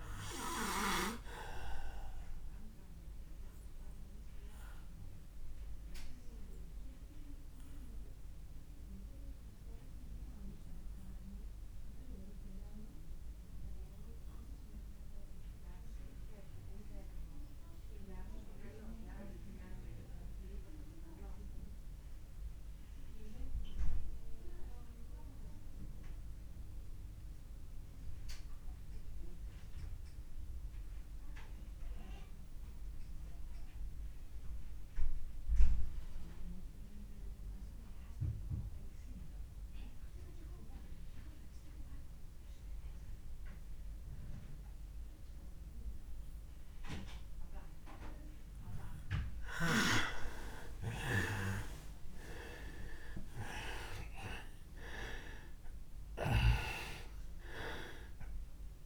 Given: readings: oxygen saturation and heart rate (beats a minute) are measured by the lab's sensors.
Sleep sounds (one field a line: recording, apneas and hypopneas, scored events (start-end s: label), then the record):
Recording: breathing in sleep by a room microphone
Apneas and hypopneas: 1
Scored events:
0.00-25.00 s: oxygen desaturation (device-marked, oxygen 86% lowest)
0.50-48.50 s: obstructive apnea (oxygen 99% before, 85% lowest)
44.00-58.86 s: oxygen desaturation (device-marked, oxygen 98% before, 85% lowest)
52.50-57.00 s: arousal
From the record:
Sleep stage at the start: N2 (light sleep)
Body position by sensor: on the back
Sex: male